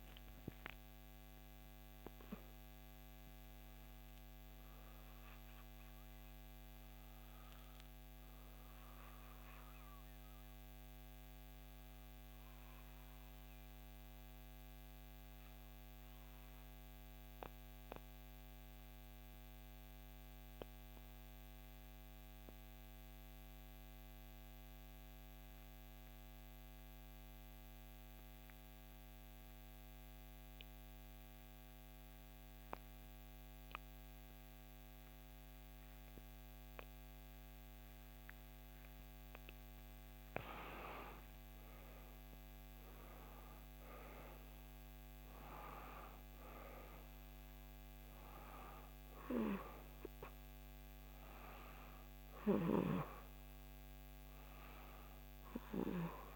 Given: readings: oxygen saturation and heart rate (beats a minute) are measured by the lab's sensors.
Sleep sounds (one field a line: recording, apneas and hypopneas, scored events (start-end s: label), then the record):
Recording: breathing in sleep by a microphone on the trachea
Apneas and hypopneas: 1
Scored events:
0.00-6.50 s: oxygen desaturation (device-marked, oxygen 91% lowest, heart rate 62 extreme)
7.00-10.00 s: arousal
11.50-39.50 s: obstructive apnea (oxygen 98% before, 88% lowest, heart rate 65 before, 61 extreme, up 5 after)
27.50-56.36 s: oxygen desaturation (device-marked, oxygen 98% before, 88% lowest, heart rate 63 before, 59 extreme)
42.00-45.00 s: arousal
From the record:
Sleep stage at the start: N2 (light sleep)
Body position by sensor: on the back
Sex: female